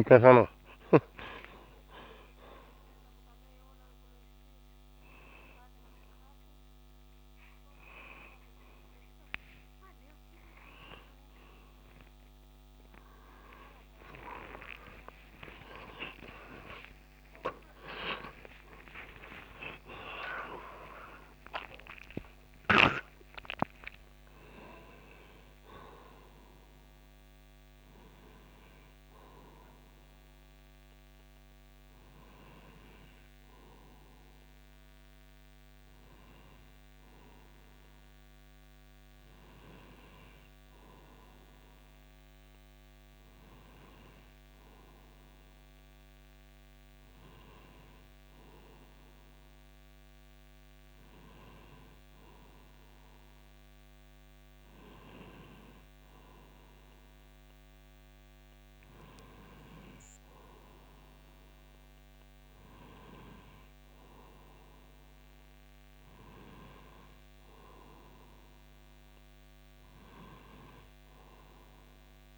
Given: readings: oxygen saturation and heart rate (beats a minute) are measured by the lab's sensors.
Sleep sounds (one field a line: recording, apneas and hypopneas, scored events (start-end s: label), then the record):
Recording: a person partly awake in a sleep study, by a microphone on the trachea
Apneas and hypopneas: none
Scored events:
35.00-72.38 s: new sleep stage, N1 (lightest sleep)
From the record:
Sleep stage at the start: awake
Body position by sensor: on the right side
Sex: male